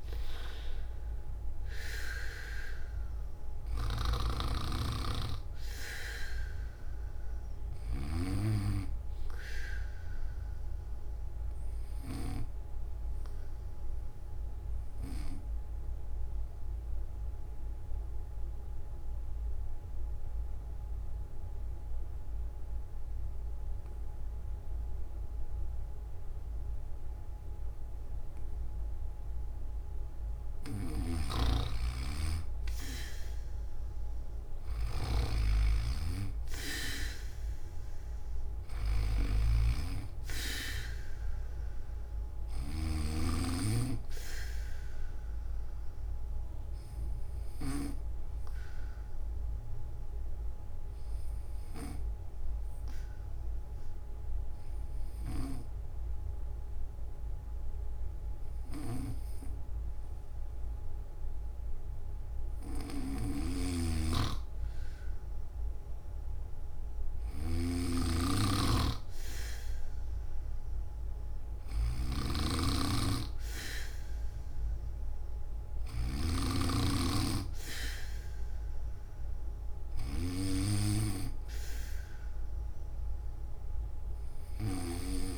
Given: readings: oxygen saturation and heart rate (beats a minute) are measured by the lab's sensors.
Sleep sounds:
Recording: breathing in sleep by a room microphone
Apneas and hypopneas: 2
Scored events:
3.50-8.00 s: snoring (device-marked)
11.00-29.50 s: obstructive apnea (oxygen 99% before, 91% lowest, heart rate 72 before, 94 extreme, up 19 after)
17.00-26.00 s: oxygen desaturation (device-marked, oxygen 98% before, 93% lowest, heart rate 84 before, 94 extreme)
30.50-42.50 s: snoring (device-marked)
35.00-62.00 s: oxygen desaturation (device-marked, oxygen 98% before, 91% lowest, heart rate 125 before, 96 extreme)
47.00-61.50 s: obstructive apnea (oxygen 98% before, 91% lowest, heart rate 113 before, 116 extreme, up 39 after)
63.00-80.00 s: snoring (device-marked)
73.00-85.38 s: oxygen desaturation (device-marked, oxygen 97% before, 92% lowest, heart rate 136 before, 128 extreme)
From the record:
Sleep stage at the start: N3 (deep sleep)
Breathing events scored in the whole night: 235 in 4.8 hours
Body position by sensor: on the back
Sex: male

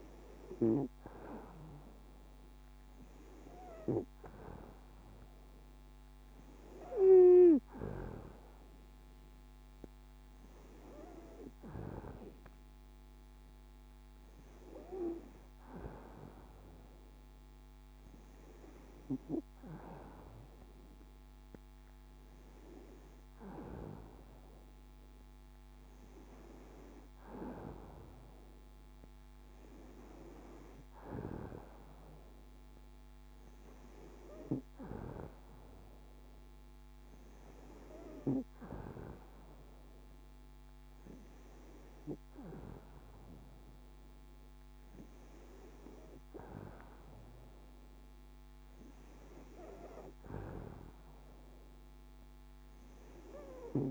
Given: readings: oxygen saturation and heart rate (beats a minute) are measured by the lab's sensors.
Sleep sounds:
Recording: breathing in sleep by a microphone on the trachea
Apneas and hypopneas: none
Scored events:
none scored
From the record:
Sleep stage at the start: N2 (light sleep)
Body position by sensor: on the back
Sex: female

